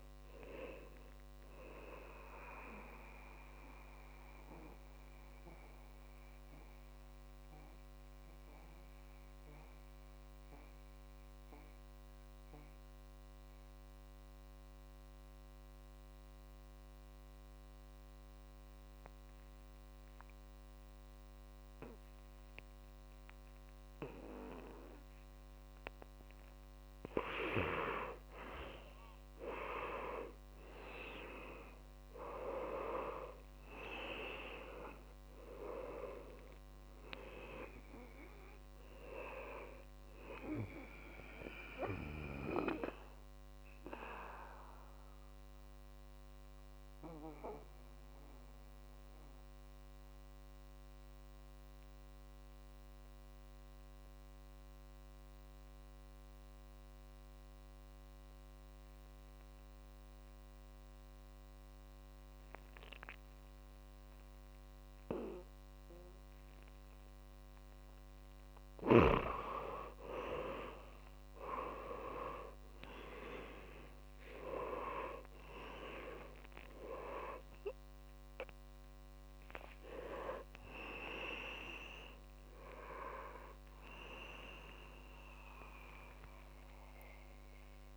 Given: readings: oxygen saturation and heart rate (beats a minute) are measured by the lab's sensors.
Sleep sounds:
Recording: breathing in sleep by a microphone on the trachea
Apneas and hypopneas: 2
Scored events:
0.00-22.50 s: oxygen desaturation (device-marked, oxygen 91% lowest, heart rate 58 extreme)
4.50-26.50 s: mixed apnea (oxygen 98% before, 89% lowest, heart rate 70 before, 58 extreme, up 5 after)
30.50-34.50 s: arousal
33.50-58.50 s: oxygen desaturation (device-marked, oxygen 100% before, 89% lowest, heart rate 60 before, 58 extreme)
42.00-67.50 s: mixed apnea (oxygen 100% before, 89% lowest, heart rate 65 before, 58 extreme, up 8 after)
70.50-87.97 s: oxygen desaturation (device-marked, oxygen 100% before, 89% lowest, heart rate 63 before, 59 extreme)
71.00-76.50 s: arousal
83.50-87.97 s: tachycardia (device-marked, heart rate 70 before, 160 extreme)
From the record:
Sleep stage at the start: N2 (light sleep)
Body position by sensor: on the back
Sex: male

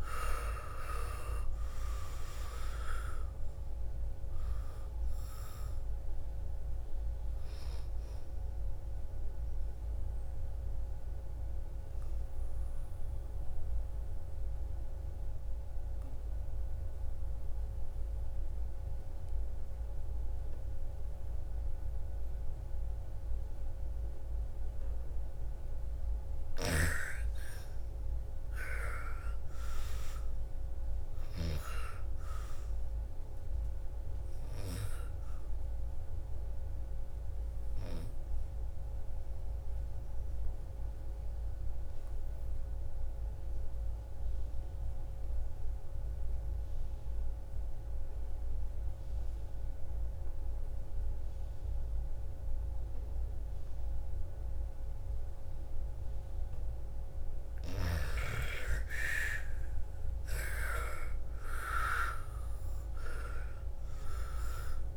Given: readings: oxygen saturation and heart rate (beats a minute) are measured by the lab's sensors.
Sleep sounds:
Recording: breathing in sleep by a room microphone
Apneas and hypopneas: 2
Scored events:
0.50-21.50 s: oxygen desaturation (device-marked, oxygen 98% before, 85% lowest, heart rate 59 before, 55 extreme)
8.50-25.50 s: obstructive apnea (oxygen 99% before, 84% lowest, heart rate 63 before, 56 extreme, up 13 after)
27.00-31.50 s: arousal
32.50-44.50 s: oxygen desaturation (device-marked, oxygen 99% before, 89% lowest, heart rate 58 before, 57 extreme)
36.00-55.00 s: obstructive apnea (oxygen 99% before, 83% lowest, heart rate 60 before, 57 extreme, up 12 after)
57.00-61.00 s: arousal
58.50-64.97 s: oxygen desaturation (device-marked, oxygen 98% before, 84% lowest, heart rate 59 before, 55 extreme)
From the record:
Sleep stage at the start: N2 (light sleep)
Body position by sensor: on the back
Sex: female

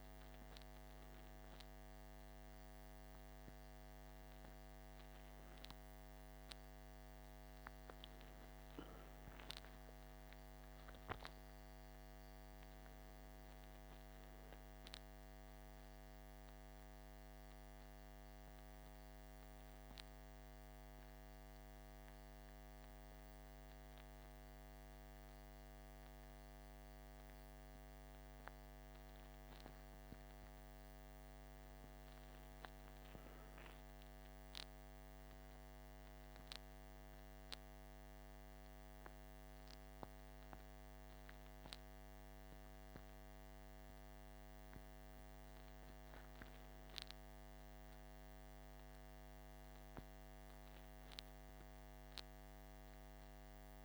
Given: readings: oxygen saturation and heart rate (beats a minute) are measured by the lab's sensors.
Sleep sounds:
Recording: a person partly awake in a sleep study, hard to hear, by a microphone on the trachea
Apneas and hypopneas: none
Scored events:
0.00-9.00 s: oxygen desaturation (device-marked, oxygen 93% lowest, heart rate 56 extreme)
12.00-53.85 s: new sleep stage, N2 (light sleep)
From the record:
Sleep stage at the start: awake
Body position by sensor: on the left side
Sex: male

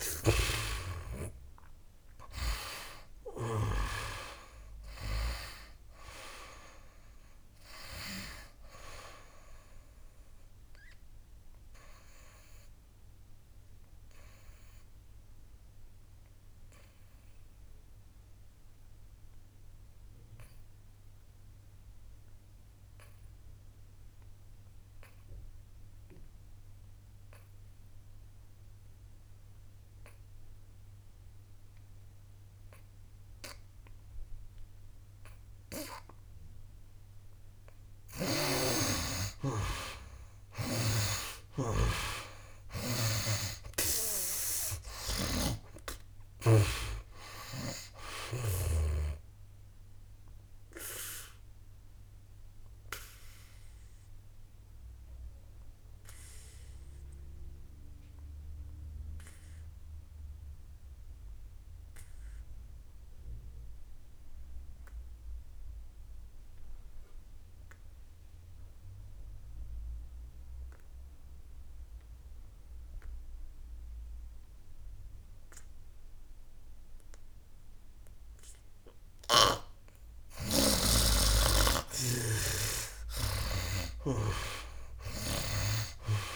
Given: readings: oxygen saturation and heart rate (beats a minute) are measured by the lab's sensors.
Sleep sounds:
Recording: breathing in sleep by a room microphone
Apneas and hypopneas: 2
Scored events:
0.00-2.00 s: arousal
0.00-31.00 s: oxygen desaturation (device-marked, oxygen 67% lowest, heart rate 56 extreme)
10.50-37.50 s: obstructive apnea (oxygen 97% before, 67% lowest, heart rate 75 before, 56 extreme, up 17 after)
33.00-70.00 s: oxygen desaturation (device-marked, oxygen 99% before, 71% lowest, heart rate 62 before, 59 extreme)
43.00-47.00 s: snoring (device-marked)
43.00-47.50 s: arousal
50.00-80.00 s: obstructive apnea (oxygen 99% before, 71% lowest, heart rate 65 before, 59 extreme, up 15 after)
72.00-86.36 s: oxygen desaturation (device-marked, oxygen 99% before, 78% lowest, heart rate 64 before, 58 extreme)
82.00-85.50 s: arousal
From the record:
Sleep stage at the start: N2 (light sleep)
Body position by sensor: on the back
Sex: male

